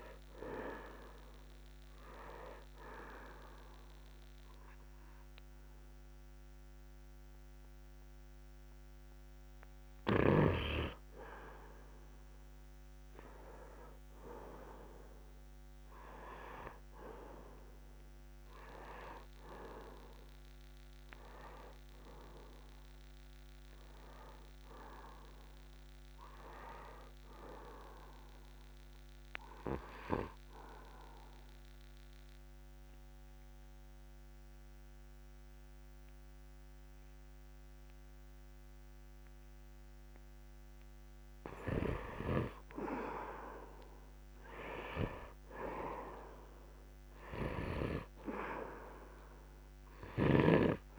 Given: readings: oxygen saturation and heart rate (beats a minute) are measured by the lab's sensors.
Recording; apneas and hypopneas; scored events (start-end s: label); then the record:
breathing in sleep by a microphone on the trachea; 2
2.00-16.00 s: oxygen desaturation (device-marked, oxygen 96% before, 90% lowest, heart rate 68 before, 69 extreme)
3.50-14.00 s: hypopnea (oxygen 98% before, 89% lowest, heart rate 68 before, 69 extreme, up 1 after)
16.50-20.50 s: arousal
30.00-41.50 s: obstructive apnea (oxygen 97% before, 89% lowest, heart rate 70 before, 64 extreme, up 0 after)
42.00-50.99 s: oxygen desaturation (device-marked, oxygen 96% before, 89% lowest, heart rate 70 before, 64 extreme)
44.00-47.00 s: arousal
From the record:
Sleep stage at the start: N1 (lightest sleep); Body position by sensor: on the right side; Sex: male